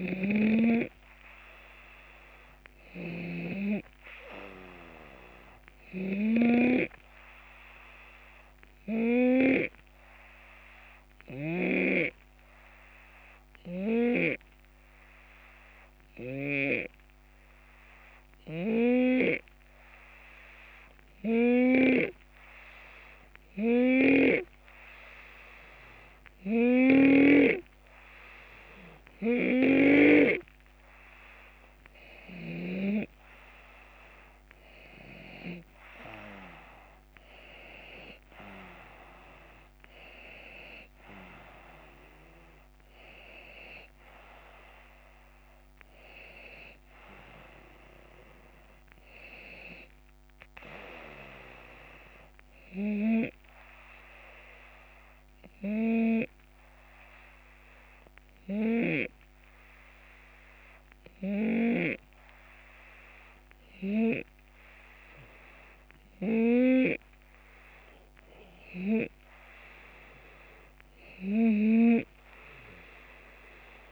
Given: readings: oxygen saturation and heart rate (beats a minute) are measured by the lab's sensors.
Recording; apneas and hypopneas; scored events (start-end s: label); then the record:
breathing in sleep by a microphone on the trachea; 2
0.00-1.50 s: arousal
0.00-3.00 s: snoring (device-marked)
7.00-25.50 s: hypopnea (oxygen 94% before, 90% lowest, heart rate 74 before, 73 extreme, up 5 after)
11.00-16.50 s: snoring (device-marked)
26.50-30.00 s: snoring (device-marked)
29.00-34.00 s: oxygen desaturation (device-marked, oxygen 93% before, 91% lowest, heart rate 74 before, 76 extreme)
32.00-36.50 s: arousal
52.50-66.50 s: hypopnea (oxygen 93% before, 90% lowest, heart rate 78 before, 75 extreme, up 0 after)
71.00-73.91 s: snoring (device-marked)
From the record:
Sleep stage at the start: N2 (light sleep); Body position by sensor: on the left side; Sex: male